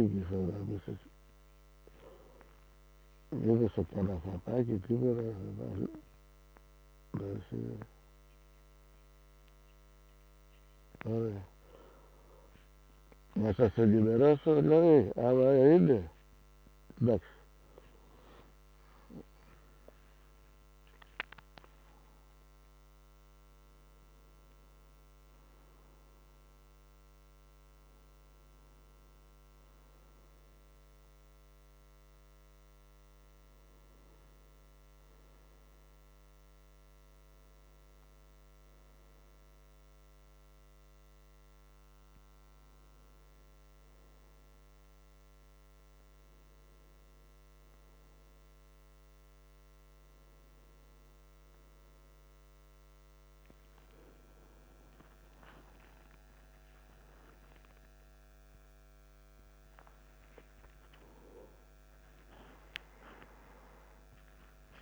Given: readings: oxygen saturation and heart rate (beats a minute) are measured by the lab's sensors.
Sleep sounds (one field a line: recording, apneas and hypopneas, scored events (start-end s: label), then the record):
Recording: a person awake in a sleep study, by a microphone on the trachea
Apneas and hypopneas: none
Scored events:
0.00-3.00 s: snoring (device-marked)
12.50-16.50 s: snoring (device-marked)
From the record:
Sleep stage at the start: awake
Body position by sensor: on the back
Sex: male